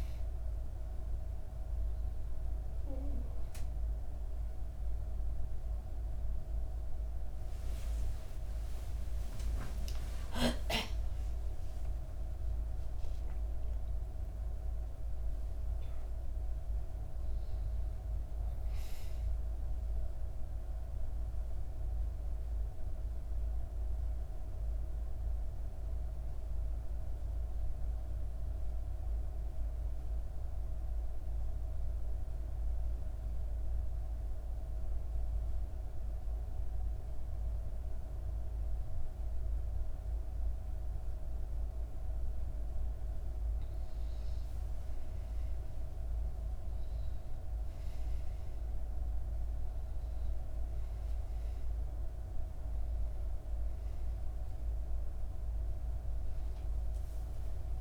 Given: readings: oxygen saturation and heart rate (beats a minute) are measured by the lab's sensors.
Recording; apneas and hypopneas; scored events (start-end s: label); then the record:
a person partly awake in a sleep study, hard to hear, by a room microphone; 1
8.00-10.00 s: long interval between heartbeats (device-marked, heart rate 65 before, 74 extreme)
19.50-57.81 s: new sleep stage, N2 (light sleep)
20.00-42.00 s: mixed apnea (oxygen 99% before, 91% lowest, heart rate 71 before, 59 extreme, up 8 after)
40.50-57.81 s: oxygen desaturation (device-marked, oxygen 98% before, 91% lowest, heart rate 62 before, 62 extreme)
43.50-48.00 s: arousal
From the record:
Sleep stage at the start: awake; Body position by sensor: on the back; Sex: female